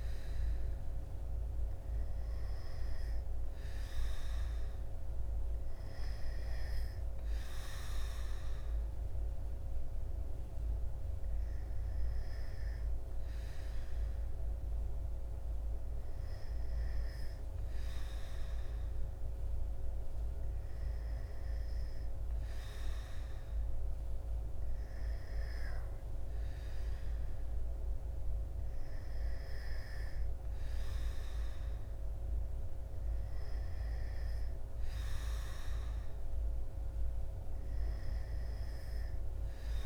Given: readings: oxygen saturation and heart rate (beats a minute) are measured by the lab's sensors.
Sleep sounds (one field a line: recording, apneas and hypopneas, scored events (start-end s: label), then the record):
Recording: breathing in sleep, hard to hear, by a room microphone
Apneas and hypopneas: none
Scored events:
none scored
From the record:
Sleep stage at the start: N2 (light sleep)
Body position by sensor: on the back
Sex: male